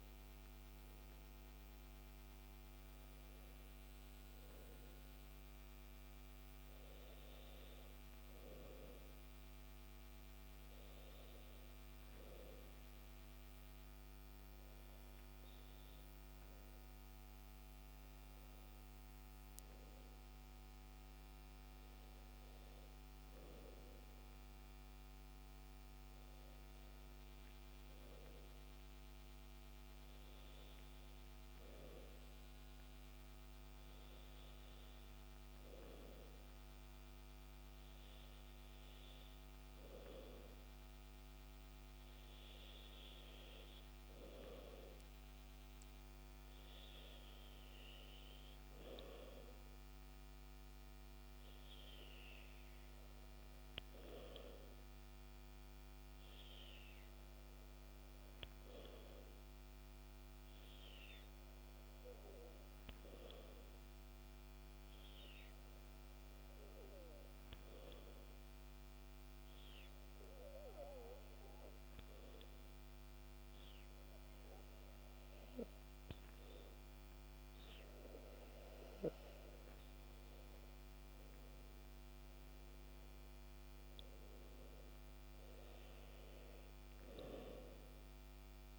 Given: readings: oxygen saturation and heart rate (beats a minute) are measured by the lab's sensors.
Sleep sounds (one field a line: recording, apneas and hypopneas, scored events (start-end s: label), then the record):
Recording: breathing in sleep by a microphone on the trachea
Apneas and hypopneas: 1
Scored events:
55.50-79.00 s: hypopnea (oxygen 97% before, 93% lowest, heart rate 69 before, 65 extreme, up 8 after)
80.00-83.50 s: arousal
From the record:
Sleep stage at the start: N2 (light sleep)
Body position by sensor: on the back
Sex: male